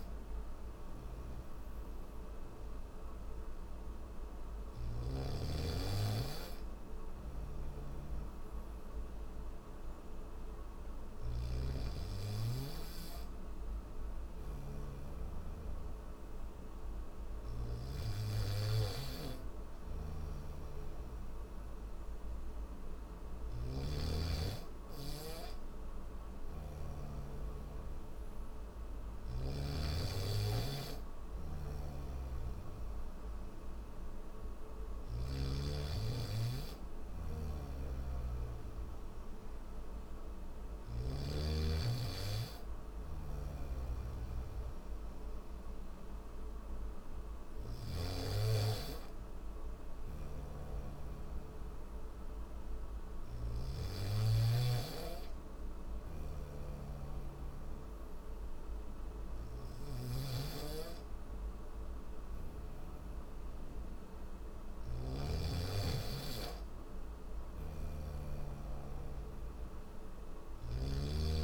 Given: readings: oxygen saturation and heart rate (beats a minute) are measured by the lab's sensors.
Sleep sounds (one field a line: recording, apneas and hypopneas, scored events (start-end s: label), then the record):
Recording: breathing in sleep by a room microphone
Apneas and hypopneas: none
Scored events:
4.00-17.50 s: snoring (device-marked)
19.50-26.50 s: snoring (device-marked)
31.00-35.00 s: snoring (device-marked)
37.00-40.50 s: snoring (device-marked)
42.50-50.50 s: snoring (device-marked)
52.50-65.00 s: snoring (device-marked)
67.00-70.50 s: snoring (device-marked)
From the record:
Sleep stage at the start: N3 (deep sleep)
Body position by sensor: on the back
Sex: male